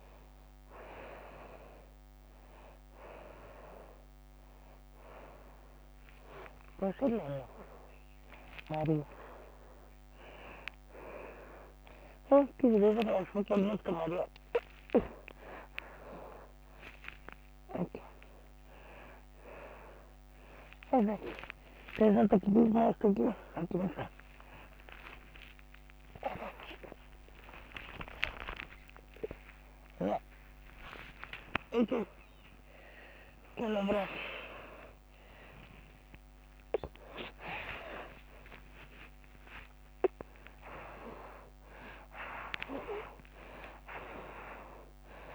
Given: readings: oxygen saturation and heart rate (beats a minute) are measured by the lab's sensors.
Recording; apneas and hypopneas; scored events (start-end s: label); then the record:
a person awake in a sleep study, by a microphone on the trachea; none
9.00-16.00 s: oxygen desaturation (device-marked, oxygen 96% before, 90% lowest, heart rate 90 before, 95 extreme)
43.00-45.35 s: oxygen desaturation (device-marked, oxygen 96% before, 93% lowest, heart rate 128 before, 94 extreme)
From the record:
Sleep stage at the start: awake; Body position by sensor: on the back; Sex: female